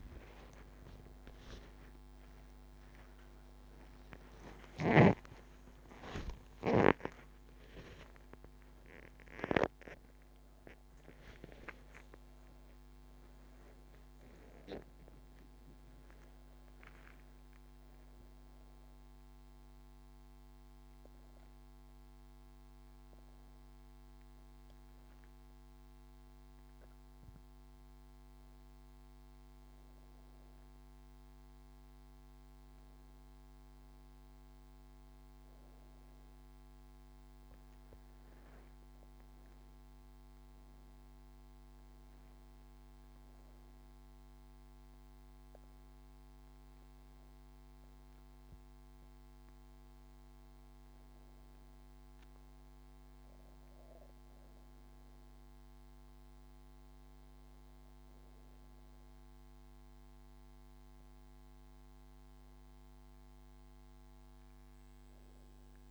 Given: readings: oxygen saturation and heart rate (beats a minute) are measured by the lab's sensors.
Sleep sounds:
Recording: a person awake in a sleep study, by a microphone on the trachea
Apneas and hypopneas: none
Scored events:
6.00-8.00 s: long interval between heartbeats (device-marked, heart rate 105 before, 129 extreme)
9.50-11.50 s: long interval between heartbeats (device-marked, heart rate 109 before, 148 extreme)
From the record:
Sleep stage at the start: awake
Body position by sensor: upright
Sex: female

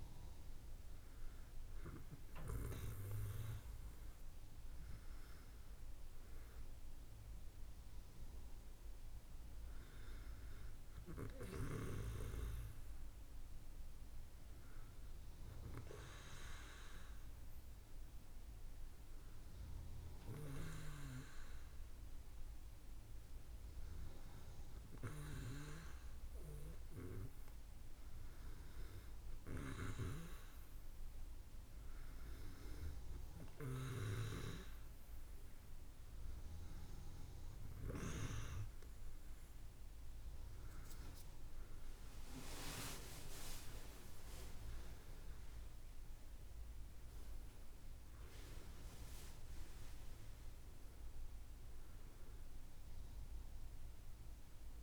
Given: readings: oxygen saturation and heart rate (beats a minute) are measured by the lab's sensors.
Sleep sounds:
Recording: breathing in sleep by a room microphone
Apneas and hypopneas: 1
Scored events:
23.50-36.50 s: hypopnea (oxygen 96% before, 93% lowest, heart rate 60 before, 60 extreme, up 5 after)
40.50-44.50 s: arousal
From the record:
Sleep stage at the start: N2 (light sleep)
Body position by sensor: on the back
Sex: female

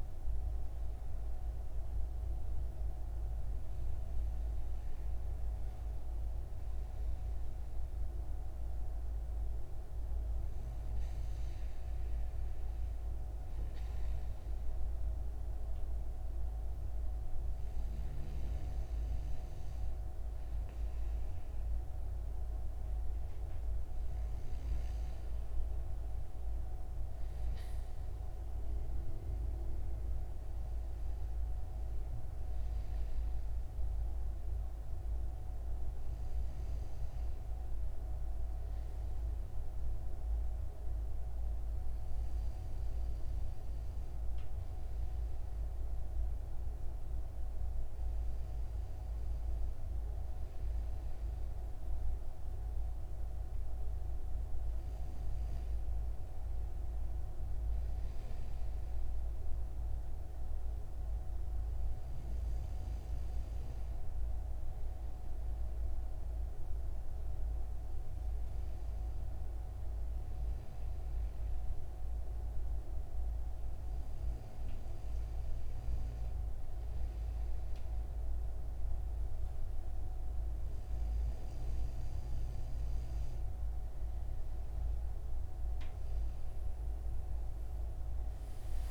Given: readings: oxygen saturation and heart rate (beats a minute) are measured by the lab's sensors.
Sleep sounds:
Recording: breathing in sleep, hard to hear, by a room microphone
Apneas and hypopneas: none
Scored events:
none scored
From the record:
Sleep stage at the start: N2 (light sleep)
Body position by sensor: on the right side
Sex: male

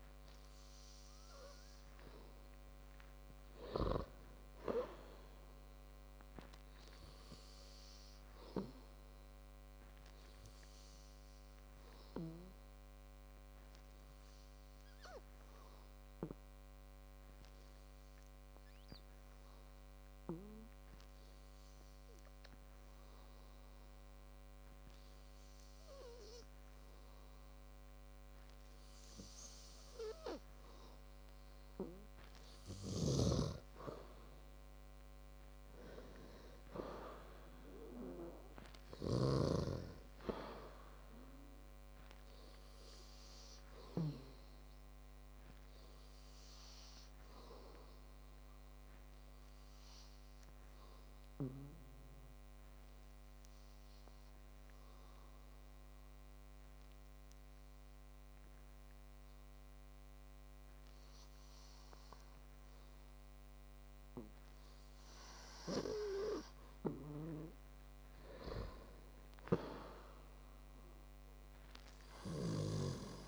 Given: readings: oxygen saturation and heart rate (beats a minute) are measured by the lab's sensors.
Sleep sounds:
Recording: breathing in sleep by a microphone on the trachea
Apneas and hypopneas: 2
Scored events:
6.50-9.50 s: arousal
15.00-28.00 s: hypopnea (oxygen 98% before, 94% lowest, heart rate 60 before, 55 extreme, up 8 after)
30.00-33.00 s: arousal
52.00-65.00 s: hypopnea (oxygen 97% before, 94% lowest, heart rate 63 before, 53 extreme, up 11 after)
69.00-72.50 s: arousal
From the record:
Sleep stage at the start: N2 (light sleep)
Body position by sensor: on the back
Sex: male

